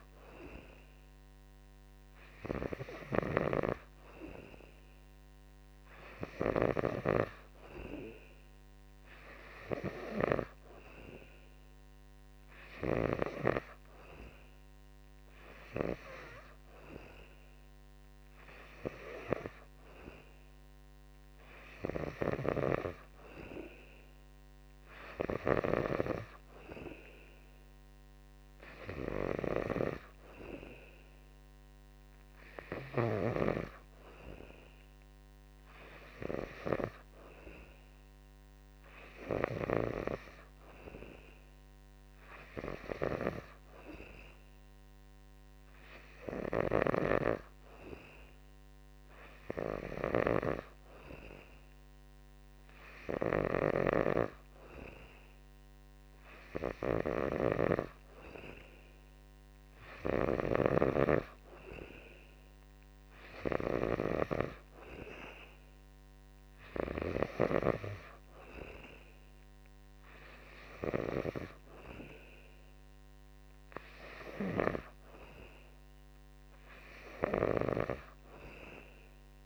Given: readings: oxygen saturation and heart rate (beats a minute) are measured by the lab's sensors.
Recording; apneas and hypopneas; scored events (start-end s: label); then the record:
breathing in sleep by a microphone on the trachea; none
none scored
From the record:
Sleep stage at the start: N2 (light sleep); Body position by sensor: on the back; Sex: male